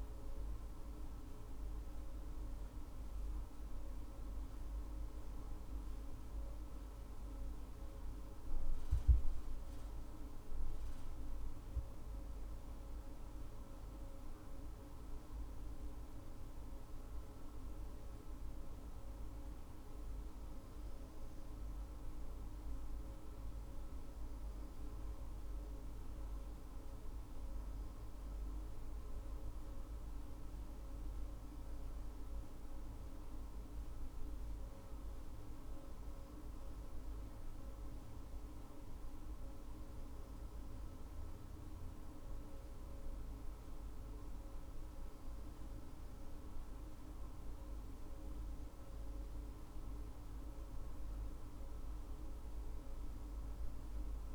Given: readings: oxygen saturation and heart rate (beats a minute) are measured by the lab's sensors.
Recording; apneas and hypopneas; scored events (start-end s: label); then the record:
breathing in sleep, hard to hear, by a room microphone; none
50.50-54.35 s: arousal
From the record:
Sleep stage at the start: N2 (light sleep); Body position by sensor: on the right side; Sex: female